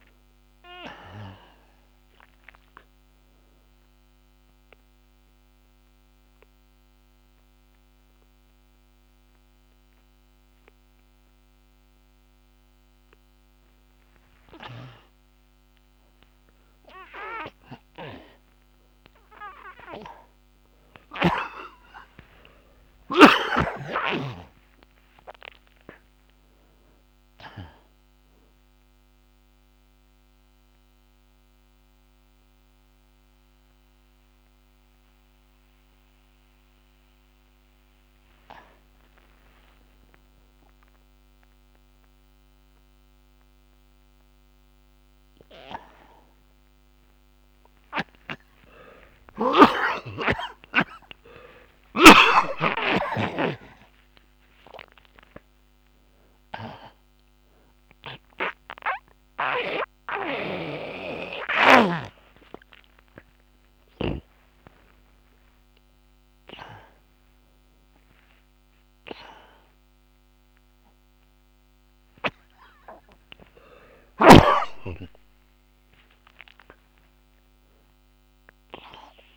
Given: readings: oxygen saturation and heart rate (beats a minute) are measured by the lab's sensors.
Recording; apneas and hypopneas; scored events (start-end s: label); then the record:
a person partly awake in a sleep study, by a microphone on the trachea; 2
3.00-22.00 s: oxygen desaturation (device-marked, oxygen 96% before, 82% lowest)
4.50-15.50 s: central apnea (oxygen 97% before, 82% lowest)
18.00-23.00 s: arousal
29.00-39.00 s: central apnea (oxygen 96% before, 90% lowest)
29.00-46.00 s: oxygen desaturation (device-marked, oxygen 96% before, 90% lowest)
42.00-79.37 s: new sleep stage, awake
50.00-54.00 s: snoring (device-marked)
57.00-63.00 s: oxygen desaturation (device-marked, oxygen 98% before, 92% lowest)
From the record:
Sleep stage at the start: N1 (lightest sleep); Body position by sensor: on the back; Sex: male